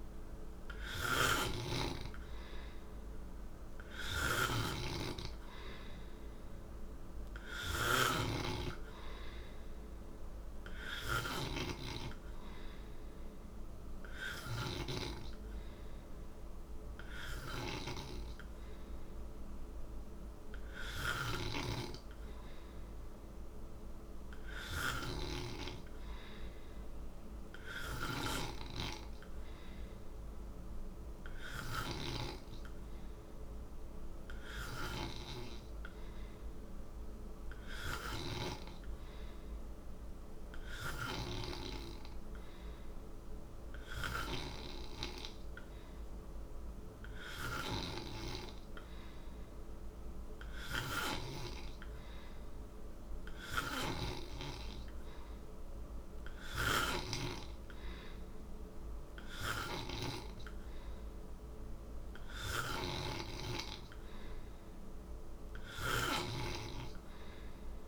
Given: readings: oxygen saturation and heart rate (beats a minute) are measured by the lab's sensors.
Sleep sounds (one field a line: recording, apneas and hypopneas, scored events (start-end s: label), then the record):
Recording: breathing in sleep by a room microphone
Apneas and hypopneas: none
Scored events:
0.00-21.00 s: snoring (device-marked)
27.50-32.00 s: snoring (device-marked)
41.00-57.00 s: snoring (device-marked)
59.00-67.88 s: snoring (device-marked)
From the record:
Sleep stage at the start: N3 (deep sleep)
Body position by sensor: on the right side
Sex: male